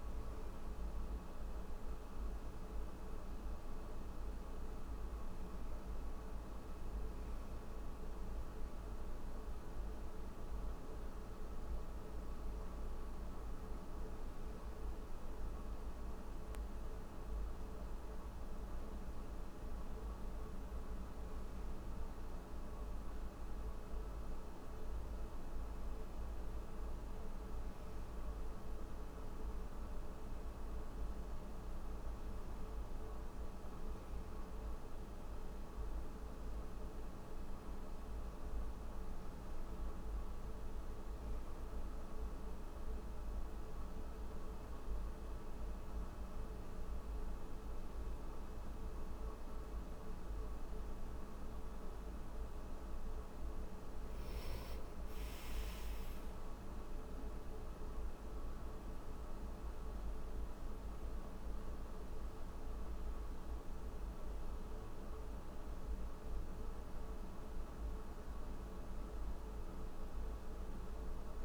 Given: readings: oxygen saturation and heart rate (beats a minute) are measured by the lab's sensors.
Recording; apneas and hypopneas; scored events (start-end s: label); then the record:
breathing in sleep, hard to hear, by a room microphone; none
20.50-71.45 s: new sleep stage, N3 (deep sleep)
From the record:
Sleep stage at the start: N1 (lightest sleep); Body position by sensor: on the back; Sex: male